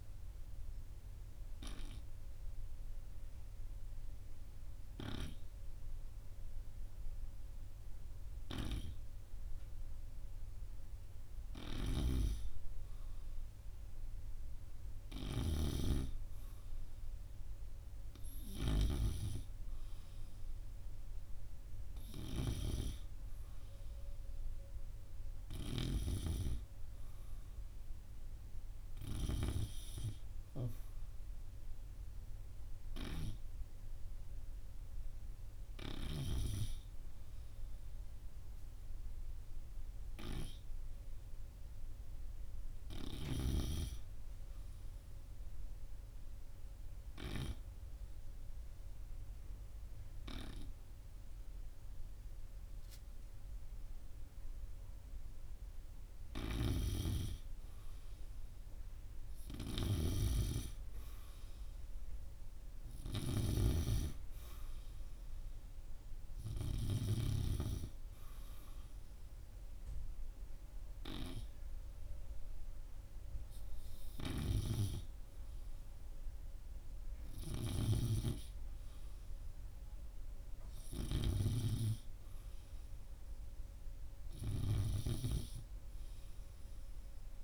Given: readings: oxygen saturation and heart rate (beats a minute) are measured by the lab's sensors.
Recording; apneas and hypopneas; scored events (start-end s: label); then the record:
breathing in sleep by a room microphone; 2
1.00-12.50 s: obstructive apnea (oxygen 99% before, 96% lowest, heart rate 79 before, 77 extreme, up 0 after)
15.00-18.50 s: arousal
48.00-58.00 s: obstructive apnea (oxygen 98% before, 96% lowest, heart rate 81 before, 76 extreme, up 3 after)
60.50-64.00 s: arousal
From the record:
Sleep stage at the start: N2 (light sleep); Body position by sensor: on the right side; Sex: male